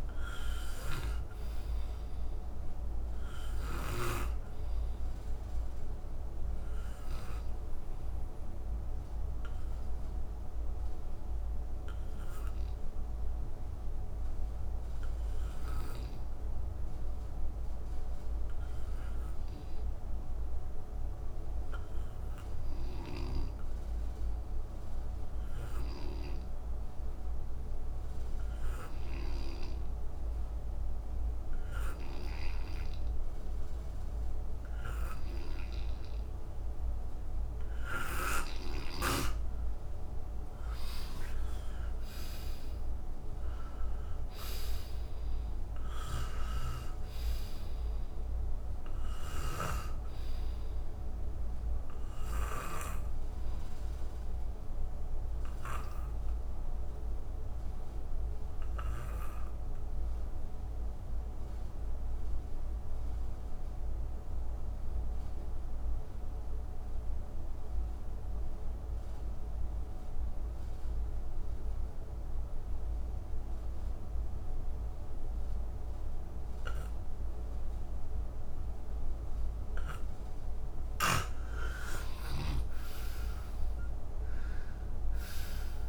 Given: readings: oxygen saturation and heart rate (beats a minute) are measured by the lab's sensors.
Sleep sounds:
breathing in sleep by a room microphone; 2
0.00-16.50 s: oxygen desaturation (device-marked, oxygen 87% lowest, heart rate 58 extreme)
0.50-4.00 s: snoring (device-marked)
6.50-40.00 s: obstructive apnea (oxygen 97% before, 84% lowest, heart rate 69 before, 60 extreme, up 10 after)
32.50-63.50 s: oxygen desaturation (device-marked, oxygen 97% before, 87% lowest, heart rate 64 before, 61 extreme)
41.50-46.50 s: arousal
51.50-80.00 s: obstructive apnea (oxygen 97% before, 84% lowest, heart rate 67 before, 57 extreme, up 10 after)
76.50-85.89 s: oxygen desaturation (device-marked, oxygen 97% before, 84% lowest, heart rate 63 before, 57 extreme)
81.50-85.89 s: arousal
From the record:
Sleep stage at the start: N2 (light sleep); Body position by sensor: on the right side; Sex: male

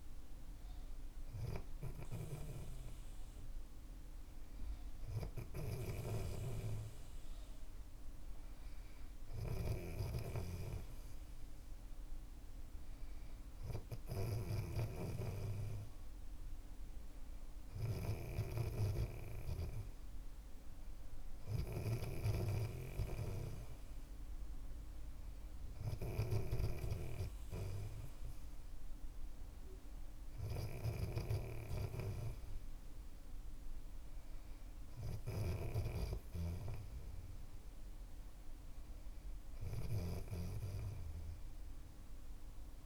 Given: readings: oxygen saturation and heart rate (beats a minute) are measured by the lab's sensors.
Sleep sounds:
breathing in sleep by a room microphone; none
0.00-40.50 s: snoring (device-marked)
From the record:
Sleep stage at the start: N3 (deep sleep); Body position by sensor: on the back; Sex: male

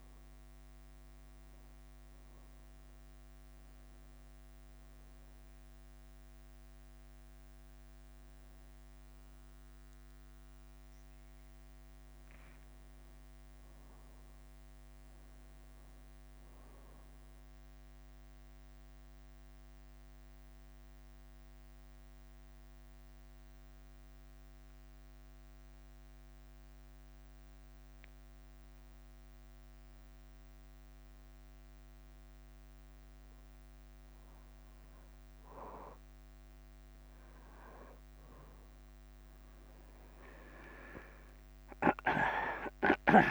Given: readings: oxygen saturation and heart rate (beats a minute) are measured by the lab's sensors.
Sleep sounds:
breathing in sleep by a microphone on the trachea; 1
0.00-2.50 s: bradycardia (device-marked, heart rate 54 extreme)
8.00-12.00 s: arousal
8.50-15.50 s: bradycardia (device-marked, heart rate 62 before, 54 extreme)
16.50-41.50 s: bradycardia (device-marked, heart rate 62 before, 55 extreme)
18.00-35.00 s: obstructive apnea (oxygen 96% before, 89% lowest, heart rate 58 before, 55 extreme, up 3 after)
39.00-43.31 s: arousal
From the record:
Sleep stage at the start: N2 (light sleep); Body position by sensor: on the back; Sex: male

